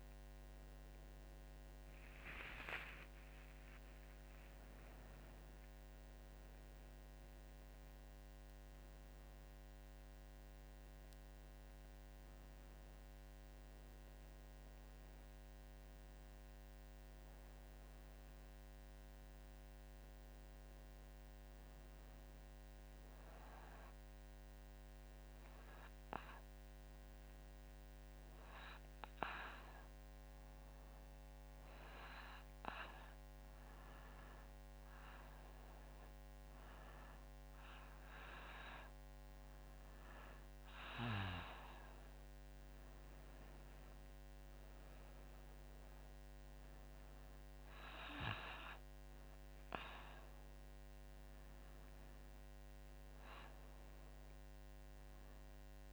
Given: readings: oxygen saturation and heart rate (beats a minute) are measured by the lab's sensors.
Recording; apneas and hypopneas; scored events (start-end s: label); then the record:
a person awake in a sleep study, by a microphone on the trachea; none
53.00-55.93 s: new sleep stage, N2 (light sleep)
From the record:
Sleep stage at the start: awake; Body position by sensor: on the back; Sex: female